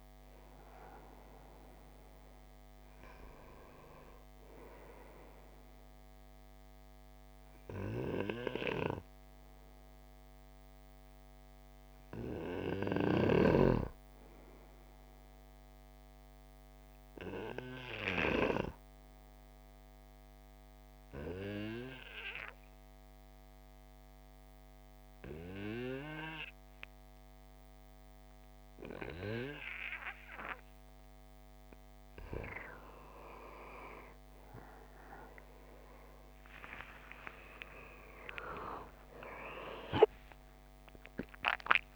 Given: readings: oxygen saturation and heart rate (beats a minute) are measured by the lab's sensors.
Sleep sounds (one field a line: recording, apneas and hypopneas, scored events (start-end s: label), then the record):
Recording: breathing in sleep by a microphone on the trachea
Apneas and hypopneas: 1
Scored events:
0.00-1.00 s: arousal
7.00-32.00 s: obstructive apnea (oxygen 95% before, 87% lowest)
37.00-41.96 s: arousal
40.50-41.96 s: oxygen desaturation (device-marked, oxygen 94% before, 87% lowest)
From the record:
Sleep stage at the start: N2 (light sleep)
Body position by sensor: on the right side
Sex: male